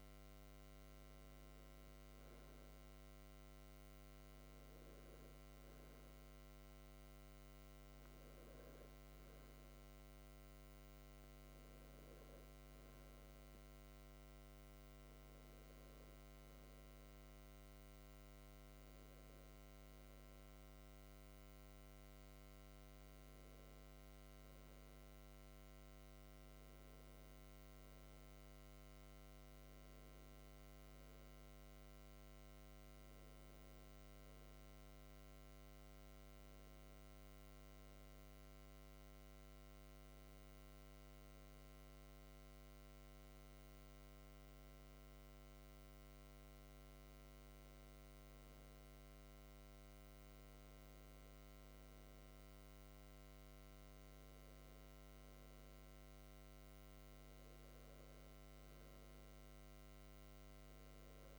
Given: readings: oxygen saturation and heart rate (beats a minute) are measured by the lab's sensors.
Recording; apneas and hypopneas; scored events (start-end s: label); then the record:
breathing in sleep, hard to hear, by a microphone on the trachea; none
0.00-1.00 s: arousal
From the record:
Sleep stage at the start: N2 (light sleep); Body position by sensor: on the back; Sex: male